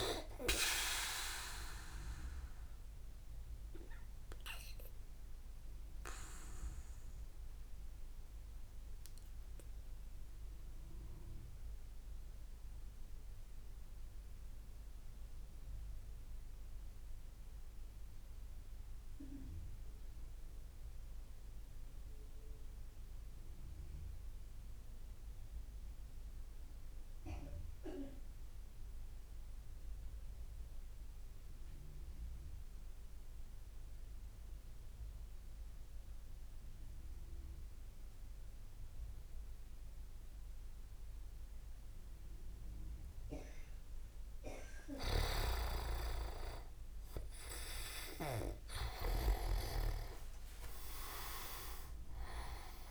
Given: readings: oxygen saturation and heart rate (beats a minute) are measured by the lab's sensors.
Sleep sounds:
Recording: breathing in sleep by a room microphone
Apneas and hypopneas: 1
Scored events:
1.00-19.00 s: oxygen desaturation (device-marked, oxygen 98% before, 91% lowest)
3.50-44.50 s: obstructive apnea (oxygen 99% before, 86% lowest)
42.00-52.91 s: oxygen desaturation (device-marked, oxygen 97% before, 89% lowest)
46.00-51.50 s: arousal
From the record:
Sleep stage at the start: REM sleep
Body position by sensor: on the back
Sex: male

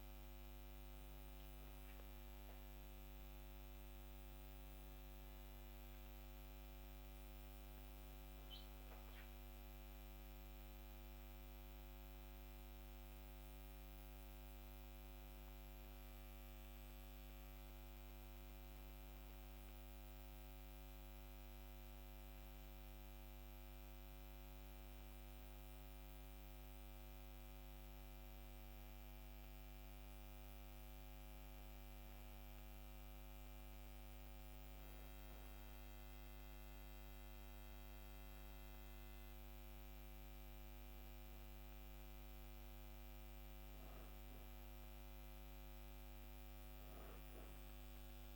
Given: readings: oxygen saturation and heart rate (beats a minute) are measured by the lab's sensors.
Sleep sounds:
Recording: breathing in sleep, hard to hear, by a microphone on the trachea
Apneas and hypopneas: none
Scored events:
none scored
From the record:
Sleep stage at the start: N2 (light sleep)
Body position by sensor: on the back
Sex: female

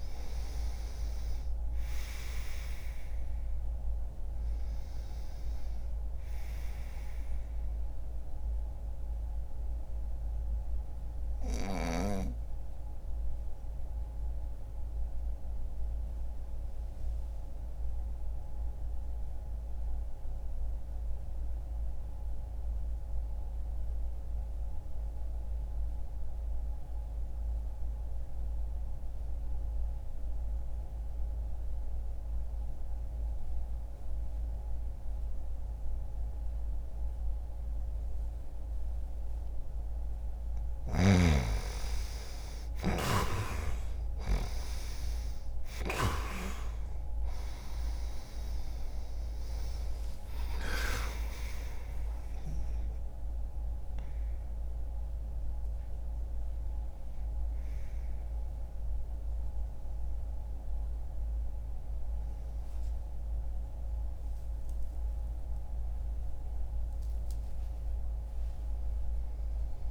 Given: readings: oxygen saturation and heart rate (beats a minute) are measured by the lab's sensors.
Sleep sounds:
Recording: breathing in sleep by a room microphone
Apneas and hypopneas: 1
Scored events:
9.00-39.50 s: mixed apnea (oxygen 98% before, 90% lowest, heart rate 60 before, 60 extreme, up 0 after)
21.50-33.50 s: oxygen desaturation (device-marked, oxygen 95% before, 90% lowest, heart rate 60 before, 60 extreme)
42.00-48.00 s: arousal
43.50-64.50 s: oxygen desaturation (device-marked, oxygen 98% before, 92% lowest, heart rate 60 before, 60 extreme)
From the record:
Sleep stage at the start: N2 (light sleep)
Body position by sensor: on the right side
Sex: male

